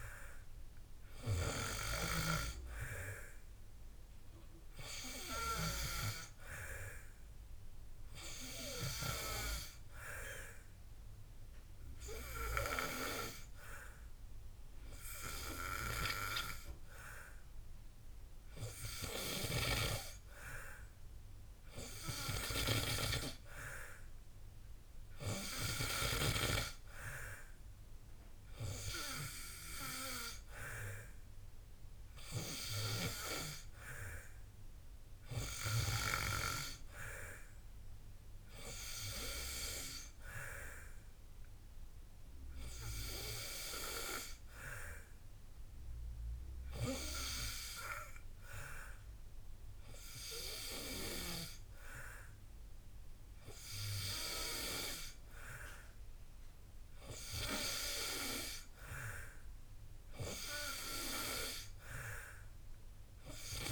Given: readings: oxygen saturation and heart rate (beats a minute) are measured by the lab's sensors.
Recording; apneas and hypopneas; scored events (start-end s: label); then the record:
breathing in sleep by a room microphone; 2
9.50-20.50 s: hypopnea (oxygen 92% before, 89% lowest, heart rate 62 before, 55 extreme, up 5 after)
24.50-28.00 s: arousal
44.50-56.00 s: hypopnea (oxygen 92% before, 89% lowest, heart rate 61 before, 56 extreme, up 1 after)
58.50-61.50 s: arousal
From the record:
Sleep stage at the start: N2 (light sleep); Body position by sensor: on the back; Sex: male